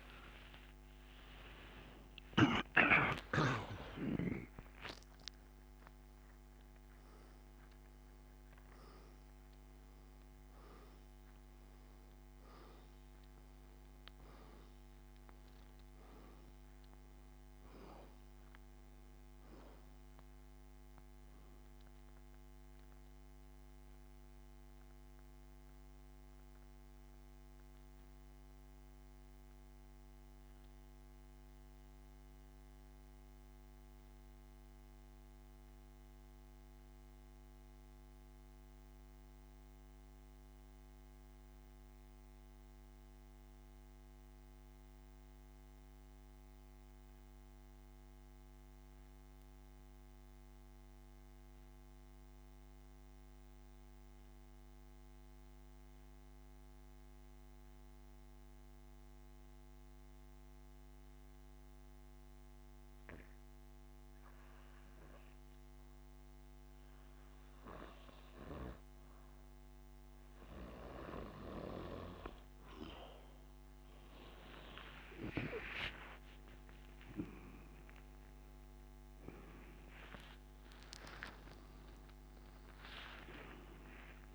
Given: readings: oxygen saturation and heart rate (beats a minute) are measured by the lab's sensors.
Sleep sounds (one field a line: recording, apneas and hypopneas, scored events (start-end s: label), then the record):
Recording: breathing in sleep by a microphone on the trachea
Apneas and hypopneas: 1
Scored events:
0.00-3.50 s: arousal
8.50-25.50 s: oxygen desaturation (device-marked, oxygen 97% before, 92% lowest)
23.50-67.50 s: central apnea (oxygen 97% before, 85% lowest)
46.50-61.50 s: oxygen desaturation (device-marked, oxygen 92% before, 85% lowest)
76.00-82.50 s: arousal
From the record:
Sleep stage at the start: N2 (light sleep)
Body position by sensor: on the back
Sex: male